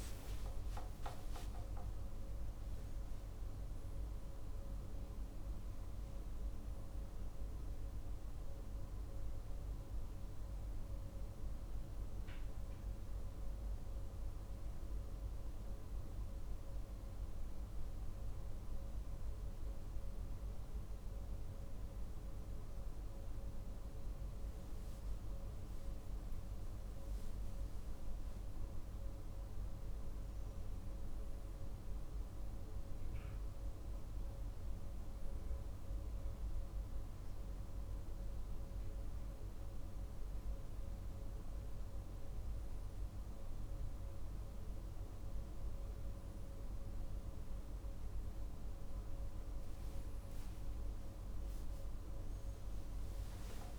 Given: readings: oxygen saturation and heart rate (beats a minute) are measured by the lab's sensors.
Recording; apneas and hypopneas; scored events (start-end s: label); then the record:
breathing in sleep, hard to hear, by a room microphone; 1
8.00-26.00 s: hypopnea (oxygen 99% before, 94% lowest, heart rate 124 before, 53 extreme, up 8 after)
25.50-51.50 s: oxygen desaturation (device-marked, oxygen 98% before, 94% lowest, heart rate 56 before, 51 extreme)
27.00-32.00 s: arousal
From the record:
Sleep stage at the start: N1 (lightest sleep); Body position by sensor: on the right side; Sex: male